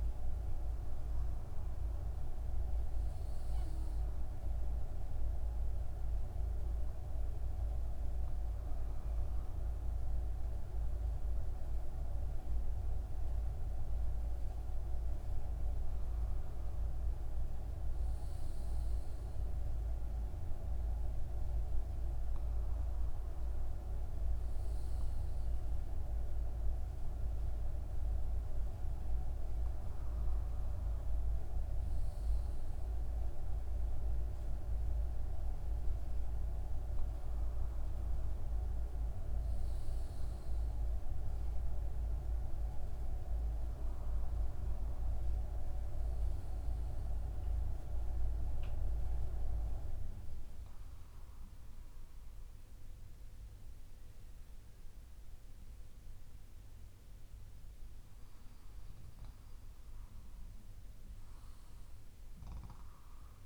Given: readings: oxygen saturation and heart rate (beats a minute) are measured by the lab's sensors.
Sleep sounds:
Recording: breathing in sleep by a room microphone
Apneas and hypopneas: none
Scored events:
1.50-6.00 s: arousal
5.00-63.46 s: new sleep stage, N2 (light sleep)
From the record:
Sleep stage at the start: N1 (lightest sleep)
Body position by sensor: on the left side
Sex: male

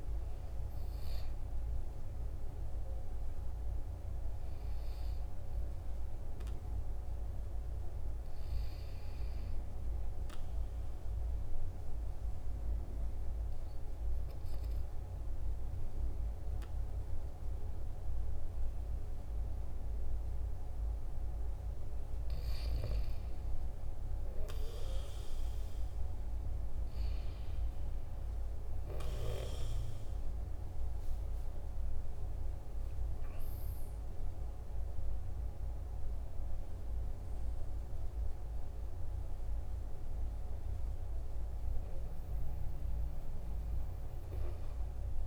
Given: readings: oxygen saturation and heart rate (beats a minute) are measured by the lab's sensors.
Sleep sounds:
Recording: breathing in sleep, hard to hear, by a room microphone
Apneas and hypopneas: 1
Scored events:
10.00-22.00 s: obstructive apnea (oxygen 96% before, 94% lowest, heart rate 47 before, 44 extreme, up 1 after)
23.50-28.00 s: arousal
From the record:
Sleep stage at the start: N2 (light sleep)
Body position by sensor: on the right side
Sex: male

